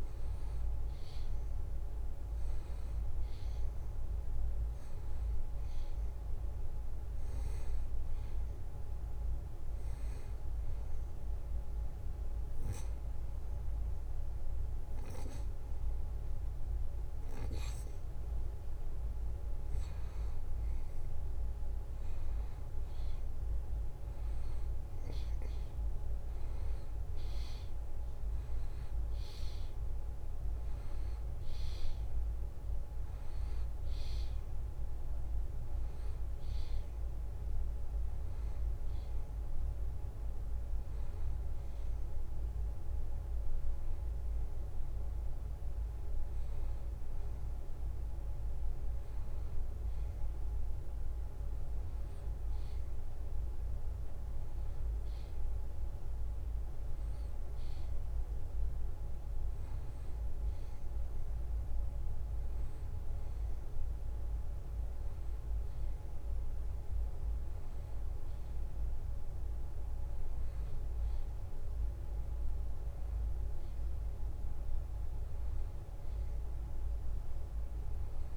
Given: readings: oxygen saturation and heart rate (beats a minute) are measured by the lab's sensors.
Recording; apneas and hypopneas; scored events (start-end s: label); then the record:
breathing in sleep, hard to hear, by a room microphone; 1
0.00-4.50 s: arousal
9.50-19.50 s: hypopnea (oxygen 93% before, 90% lowest, heart rate 72 before, 71 extreme, up 0 after)
26.00-29.50 s: arousal
From the record:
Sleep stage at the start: N2 (light sleep); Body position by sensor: on the back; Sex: male